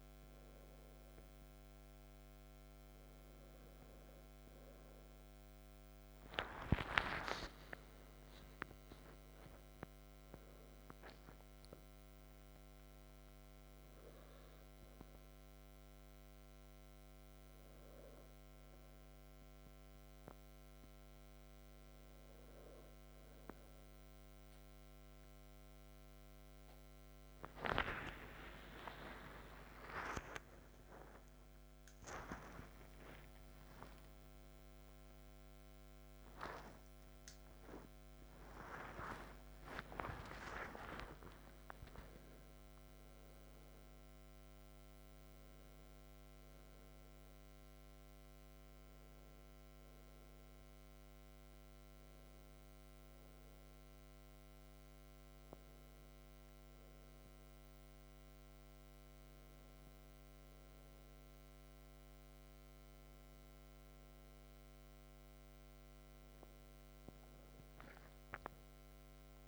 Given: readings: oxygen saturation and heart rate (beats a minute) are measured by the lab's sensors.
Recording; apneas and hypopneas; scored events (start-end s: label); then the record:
a person awake in a sleep study, by a microphone on the trachea; none
17.00-69.48 s: new sleep stage, awake
From the record:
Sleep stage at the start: N1 (lightest sleep); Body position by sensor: on the back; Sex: male